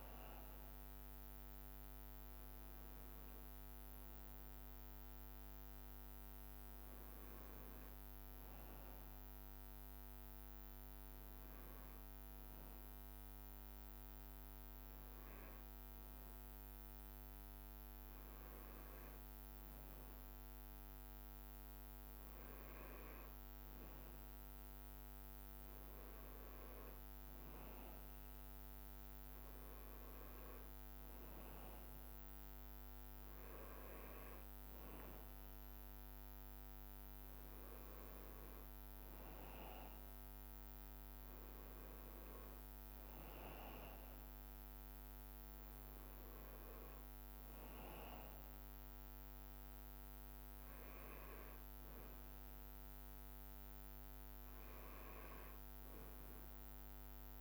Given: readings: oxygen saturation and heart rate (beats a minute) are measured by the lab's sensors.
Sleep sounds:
breathing in sleep, hard to hear, by a microphone on the trachea; none
none scored
From the record:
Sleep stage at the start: N2 (light sleep); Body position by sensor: on the back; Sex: male

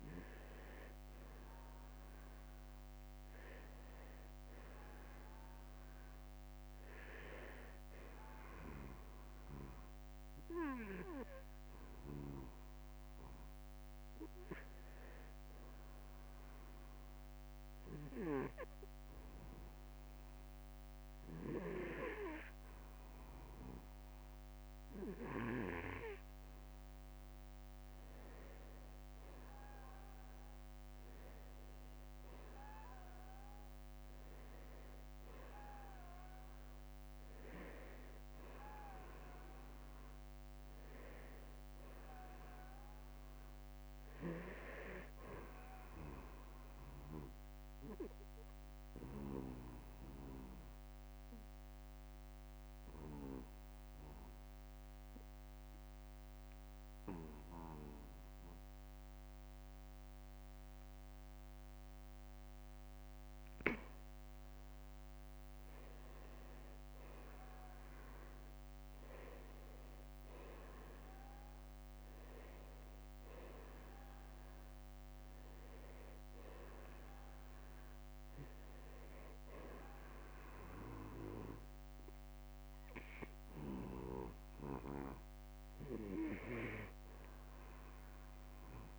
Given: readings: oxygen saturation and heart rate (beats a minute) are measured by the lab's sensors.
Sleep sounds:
breathing in sleep by a microphone on the trachea; 2
9.50-11.50 s: long interval between heartbeats (device-marked, heart rate 55 before, 48 extreme)
15.50-27.00 s: obstructive apnea (oxygen 95% before, 90% lowest, heart rate 54 before, 53 extreme, up 5 after)
30.50-35.00 s: arousal
41.50-62.50 s: oxygen desaturation (device-marked, oxygen 94% before, 90% lowest, heart rate 62 before, 54 extreme)
46.00-63.00 s: obstructive apnea (oxygen 94% before, 87% lowest, heart rate 60 before, 54 extreme, up 5 after)
53.00-55.00 s: long interval between heartbeats (device-marked, heart rate 60 before, 62 extreme)
64.50-68.50 s: arousal
87.50-88.99 s: oxygen desaturation (device-marked, oxygen 92% before, 87% lowest, heart rate 60 before, 46 extreme)
From the record:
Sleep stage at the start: N2 (light sleep); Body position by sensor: on the back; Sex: male

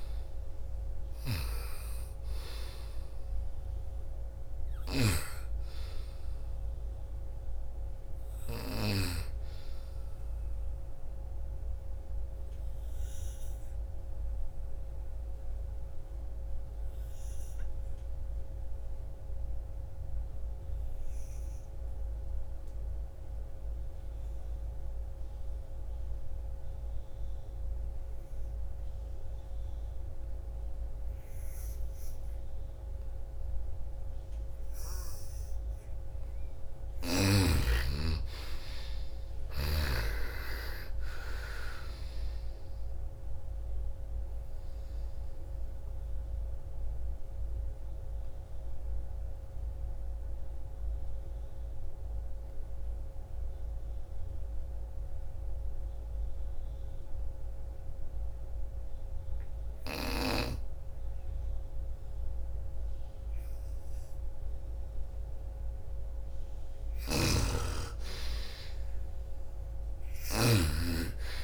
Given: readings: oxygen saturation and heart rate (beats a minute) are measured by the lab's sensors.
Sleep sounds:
breathing in sleep by a room microphone; 2
0.00-8.50 s: snoring (device-marked)
0.00-17.50 s: oxygen desaturation (device-marked, oxygen 88% lowest, heart rate 48 extreme)
10.50-34.50 s: obstructive apnea (oxygen 99% before, 81% lowest, heart rate 66 before, 48 extreme, up 22 after)
29.50-57.50 s: oxygen desaturation (device-marked, oxygen 98% before, 81% lowest, heart rate 57 before, 50 extreme)
36.50-40.00 s: arousal
44.00-64.50 s: obstructive apnea (oxygen 98% before, 81% lowest, heart rate 56 before, 47 extreme, up 3 after)
66.00-70.00 s: snoring (device-marked)
66.50-70.00 s: arousal
66.50-71.44 s: oxygen desaturation (device-marked, oxygen 97% before, 88% lowest, heart rate 57 before, 47 extreme)
From the record:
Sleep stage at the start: N2 (light sleep); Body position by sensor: on the right side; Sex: female

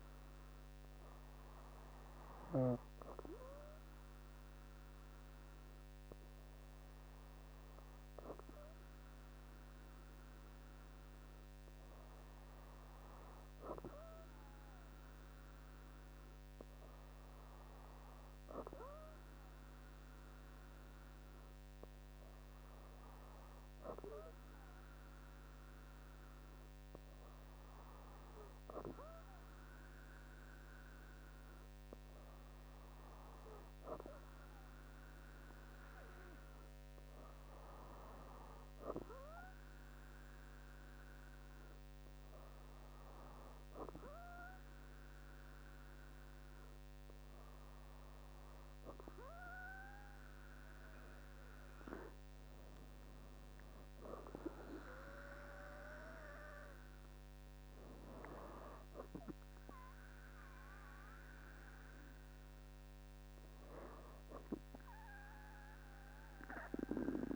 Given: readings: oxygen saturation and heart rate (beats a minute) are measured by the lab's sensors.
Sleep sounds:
breathing in sleep by a microphone on the trachea; none
none scored
From the record:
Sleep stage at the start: N2 (light sleep); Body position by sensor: on the back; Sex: female

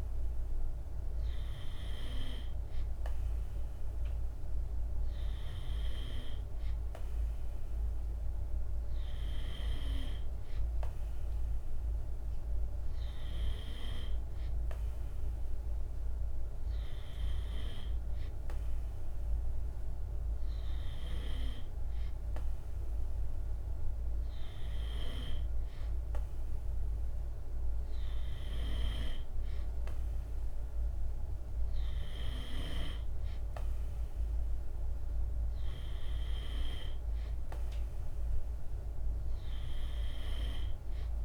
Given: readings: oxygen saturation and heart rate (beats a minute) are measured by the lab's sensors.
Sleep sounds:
breathing in sleep by a room microphone; none
none scored
From the record:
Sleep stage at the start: N2 (light sleep); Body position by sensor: on the right side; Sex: male

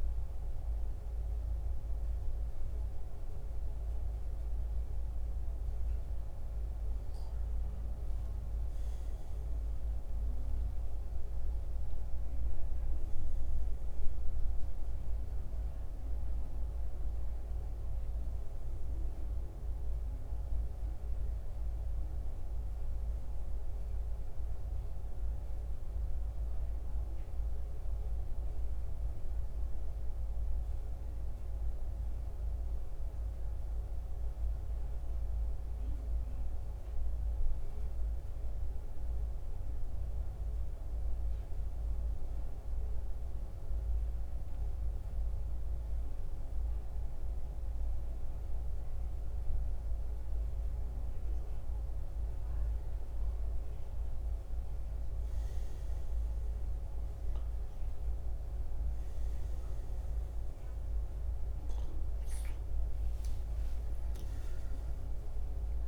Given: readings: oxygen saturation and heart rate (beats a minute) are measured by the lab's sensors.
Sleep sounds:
breathing in sleep, hard to hear, by a room microphone; 1
34.50-64.50 s: new sleep stage, N2 (light sleep)
42.00-54.50 s: obstructive apnea (oxygen 90% before, 84% lowest, heart rate 75 before, 71 extreme, up 9 after)
52.50-65.88 s: oxygen desaturation (device-marked, oxygen 89% before, 84% lowest, heart rate 73 before, 71 extreme)
57.50-64.50 s: arousal
64.50-65.88 s: new sleep stage, N1 (lightest sleep)
From the record:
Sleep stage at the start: N1 (lightest sleep); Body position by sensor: on the back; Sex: male

